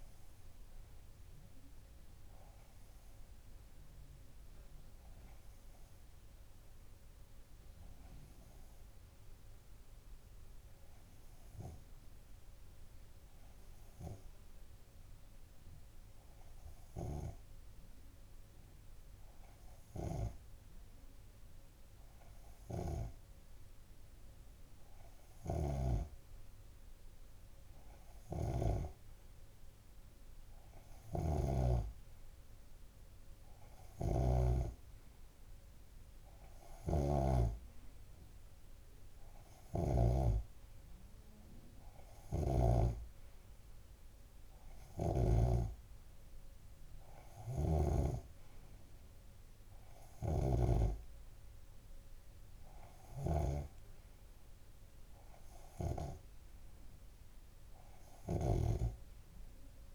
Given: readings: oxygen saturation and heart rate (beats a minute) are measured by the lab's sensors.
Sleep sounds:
breathing in sleep by a room microphone; 1
2.50-27.00 s: hypopnea (oxygen 94% before, 94% lowest)
28.50-35.00 s: snoring (device-marked)
29.00-32.00 s: arousal
37.00-40.00 s: oxygen desaturation (device-marked, oxygen 98% before, 96% lowest)
37.00-40.50 s: snoring (device-marked)
42.50-46.00 s: snoring (device-marked)
50.50-59.95 s: snoring (device-marked)
From the record:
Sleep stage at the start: N2 (light sleep); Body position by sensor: on the left side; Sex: male

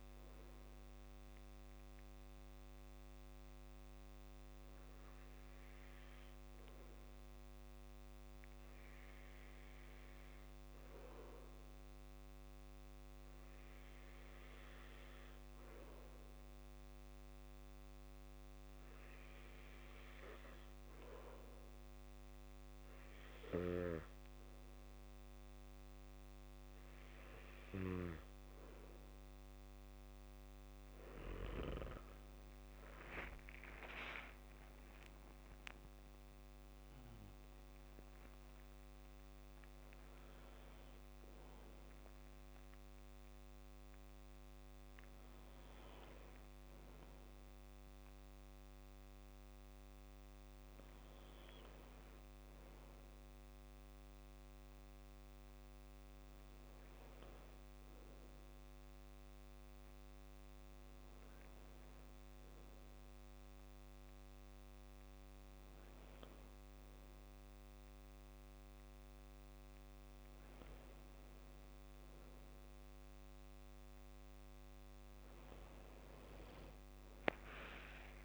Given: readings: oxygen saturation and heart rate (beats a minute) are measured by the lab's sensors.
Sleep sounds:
breathing in sleep by a microphone on the trachea; 1
3.50-23.50 s: hypopnea (oxygen 96% before, 92% lowest, heart rate 66 before, 59 extreme, up 2 after)
34.50-38.50 s: arousal
From the record:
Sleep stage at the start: N2 (light sleep); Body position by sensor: on the back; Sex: male

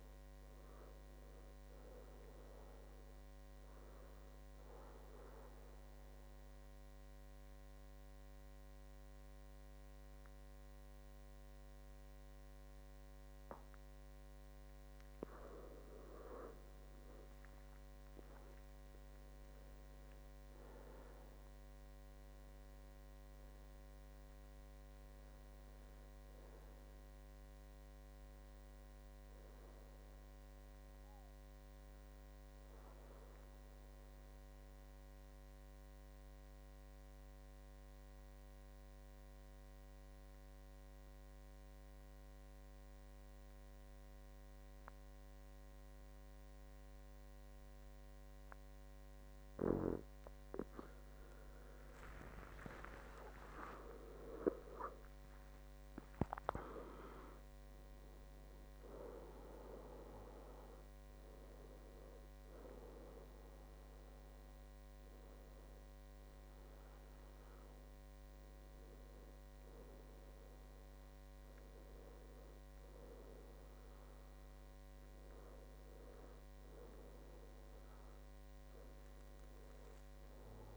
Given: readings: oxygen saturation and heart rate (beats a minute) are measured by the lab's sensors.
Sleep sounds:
breathing in sleep by a microphone on the trachea; 2
5.00-16.50 s: obstructive apnea (oxygen 97% before, 92% lowest, heart rate 71 before, 63 extreme, up 7 after)
18.00-22.00 s: arousal
23.50-43.50 s: oxygen desaturation (device-marked, oxygen 98% before, 94% lowest, heart rate 70 before, 63 extreme)
33.00-50.00 s: obstructive apnea (oxygen 98% before, 92% lowest, heart rate 73 before, 63 extreme, up 17 after)
52.00-57.00 s: arousal
52.50-74.50 s: oxygen desaturation (device-marked, oxygen 98% before, 92% lowest, heart rate 65 before, 63 extreme)
77.50-80.50 s: arousal
From the record:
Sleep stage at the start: N2 (light sleep); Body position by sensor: on the back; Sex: male

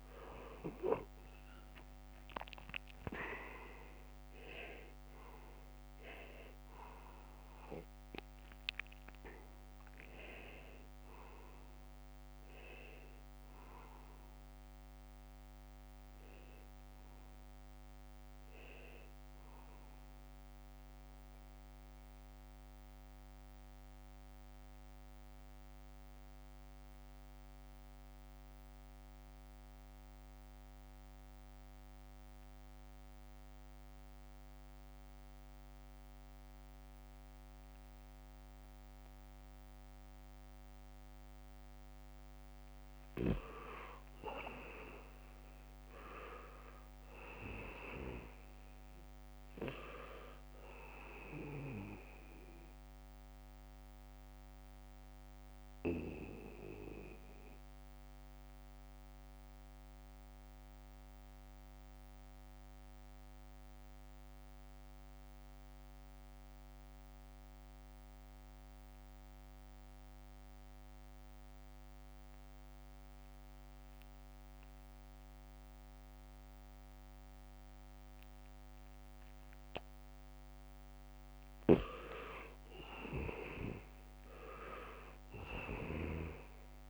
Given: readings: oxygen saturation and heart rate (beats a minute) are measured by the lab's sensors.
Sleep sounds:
breathing in sleep by a microphone on the trachea; 2
0.00-25.00 s: oxygen desaturation (device-marked, oxygen 77% lowest, heart rate 67 extreme)
22.50-41.00 s: mixed apnea (oxygen 88% before, 80% lowest, heart rate 79 before, 69 extreme)
41.00-66.00 s: oxygen desaturation (device-marked, oxygen 99% before, 85% lowest, heart rate 78 before, 67 extreme)
43.50-47.50 s: arousal
54.50-81.00 s: mixed apnea (oxygen 99% before, 80% lowest, heart rate 73 before, 67 extreme)
68.00-77.50 s: leg movement (device-marked)
77.00-86.90 s: oxygen desaturation (device-marked, oxygen 98% before, 80% lowest, heart rate 75 before, 67 extreme)
81.50-86.50 s: snoring (device-marked)
83.00-86.90 s: arousal
84.50-86.00 s: leg movement (device-marked)
From the record:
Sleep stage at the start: N2 (light sleep); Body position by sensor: on the back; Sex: male

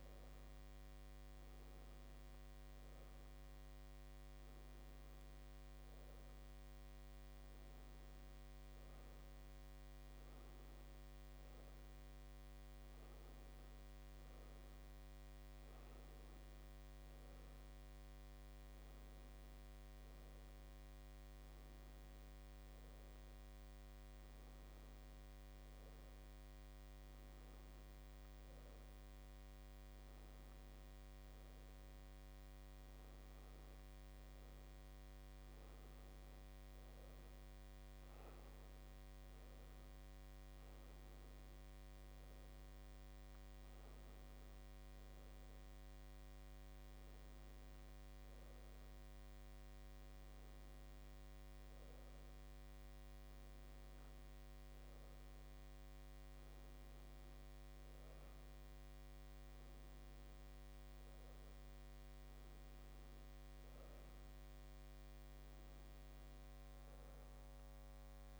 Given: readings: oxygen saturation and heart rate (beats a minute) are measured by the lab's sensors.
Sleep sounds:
breathing in sleep, hard to hear, by a microphone on the trachea; none
12.50-68.39 s: new sleep stage, N2 (light sleep)
From the record:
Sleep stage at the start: N1 (lightest sleep); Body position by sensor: on the back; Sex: female

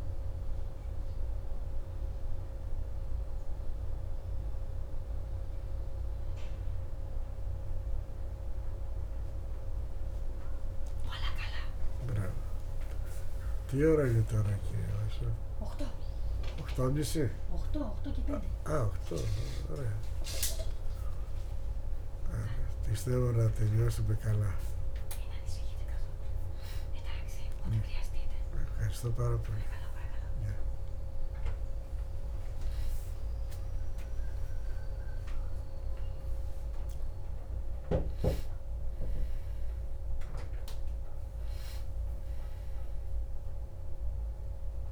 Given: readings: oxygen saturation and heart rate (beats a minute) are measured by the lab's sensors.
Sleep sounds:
a person awake in a sleep study, by a room microphone; none
13.00-43.00 s: new sleep stage, awake
43.00-44.92 s: new sleep stage, N1 (lightest sleep)
From the record:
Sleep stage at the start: N1 (lightest sleep); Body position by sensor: on the back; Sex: male

